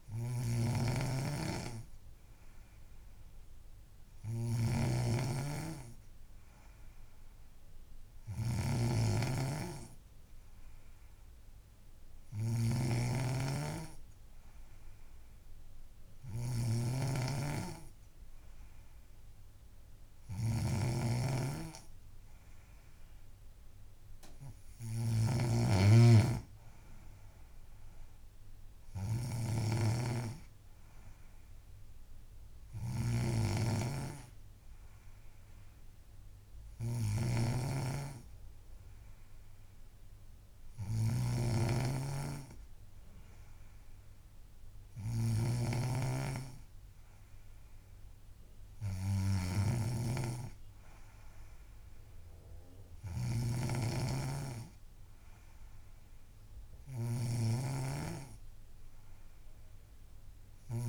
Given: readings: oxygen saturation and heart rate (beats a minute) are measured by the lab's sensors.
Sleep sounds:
breathing in sleep by a room microphone; none
0.00-60.89 s: snoring (device-marked)
From the record:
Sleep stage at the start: N3 (deep sleep); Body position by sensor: on the back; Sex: female

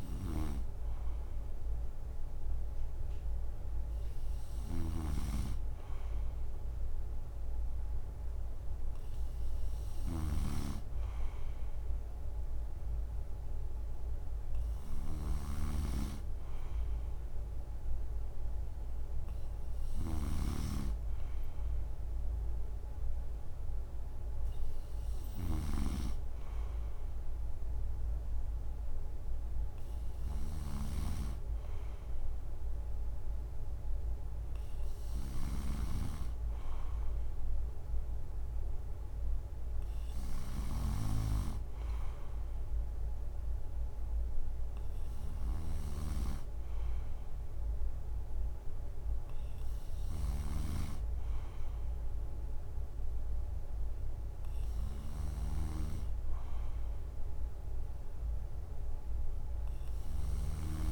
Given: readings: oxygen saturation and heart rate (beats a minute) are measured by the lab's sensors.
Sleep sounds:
breathing in sleep by a room microphone; none
0.00-60.92 s: snoring (device-marked)
55.00-57.00 s: long interval between heartbeats (device-marked, heart rate 66 before, 76 extreme)
From the record:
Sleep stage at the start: N3 (deep sleep); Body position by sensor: on the right side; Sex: male

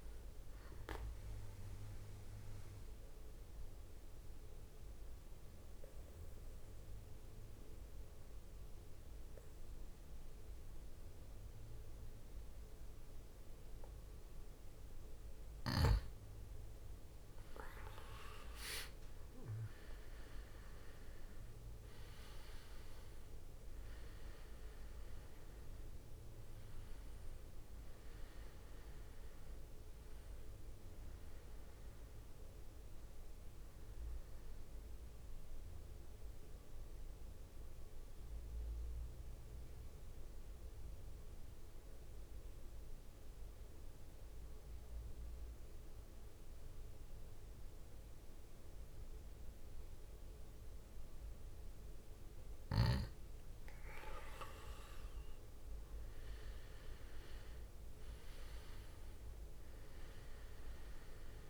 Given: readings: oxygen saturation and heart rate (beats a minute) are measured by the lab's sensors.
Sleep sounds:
breathing in sleep by a room microphone; 2
2.00-15.50 s: mixed apnea (oxygen 95% before, 91% lowest, heart rate 66 before, 54 extreme, up 14 after)
18.50-24.00 s: arousal
20.00-33.00 s: drop in pulse transit time (device-marked, heart rate 63 before, 62 extreme)
23.00-43.00 s: oxygen desaturation (device-marked, oxygen 96% before, 92% lowest, heart rate 63 before, 52 extreme)
35.00-52.50 s: mixed apnea (oxygen 96% before, 91% lowest, heart rate 67 before, 52 extreme, up 17 after)
54.00-60.00 s: arousal
55.00-61.50 s: drop in pulse transit time (device-marked, heart rate 56 before, 64 extreme)
56.00-61.50 s: oxygen desaturation (device-marked, oxygen 98% before, 91% lowest, heart rate 57 before, 54 extreme)
From the record:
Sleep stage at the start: N2 (light sleep); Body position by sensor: on the back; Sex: male

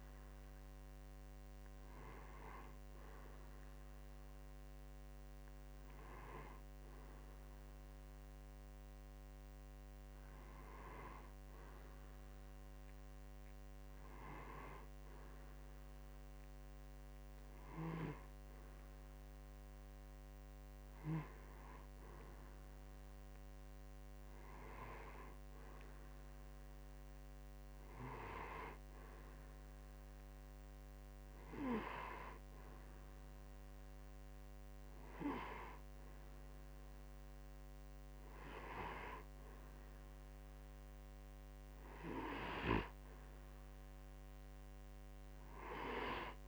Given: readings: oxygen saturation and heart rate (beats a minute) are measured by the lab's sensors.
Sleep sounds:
breathing in sleep by a microphone on the trachea; none
14.50-46.48 s: new sleep stage, N2 (light sleep)
From the record:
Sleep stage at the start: N1 (lightest sleep); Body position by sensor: on the right side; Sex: male

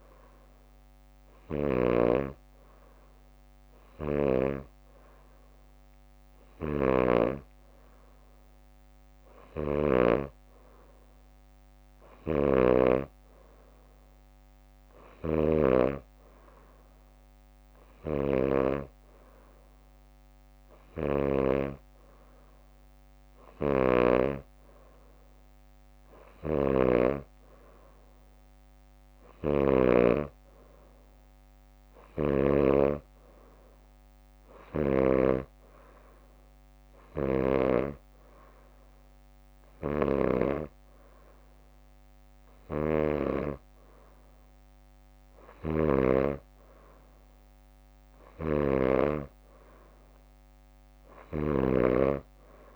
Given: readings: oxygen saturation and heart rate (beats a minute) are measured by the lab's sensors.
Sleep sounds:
breathing in sleep by a microphone on the trachea; none
0.00-13.00 s: snoring (device-marked)
3.00-21.00 s: drop in pulse transit time (device-marked, heart rate 61 before, 59 extreme)
9.00-14.00 s: leg movement (device-marked)
15.00-21.50 s: snoring (device-marked)
16.00-18.00 s: bradycardia (device-marked, heart rate 66 before, 63 extreme)
23.50-30.00 s: snoring (device-marked)
27.00-29.00 s: bradycardia (device-marked, heart rate 66 before, 66 extreme)
32.00-35.50 s: snoring (device-marked)
45.50-52.00 s: snoring (device-marked)
From the record:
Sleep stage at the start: N2 (light sleep); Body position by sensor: on the back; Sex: female

